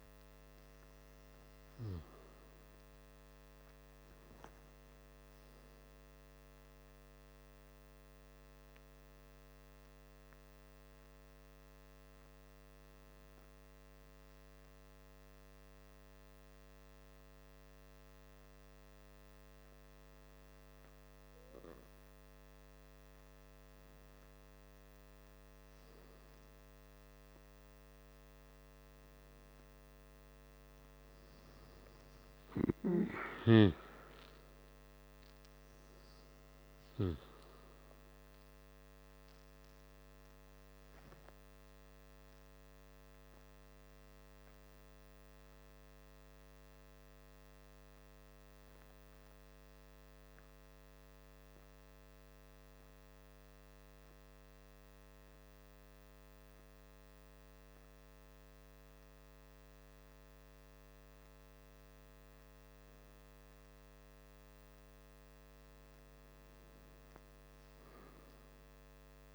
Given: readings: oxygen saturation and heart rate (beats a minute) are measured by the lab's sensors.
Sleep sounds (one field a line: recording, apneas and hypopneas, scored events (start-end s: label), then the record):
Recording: breathing in sleep, hard to hear, by a microphone on the trachea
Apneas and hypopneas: 2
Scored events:
11.50-23.00 s: obstructive apnea (oxygen 96% before, 93% lowest, heart rate 103 before, 58 extreme)
26.00-30.50 s: arousal
31.50-48.50 s: oxygen desaturation (device-marked, oxygen 96% before, 93% lowest, heart rate 102 before, 49 extreme)
47.50-63.50 s: hypopnea (oxygen 96% before, 94% lowest, heart rate 105 before, 49 extreme, up 19 after)
65.50-68.50 s: arousal
From the record:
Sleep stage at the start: N2 (light sleep)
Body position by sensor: on the back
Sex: male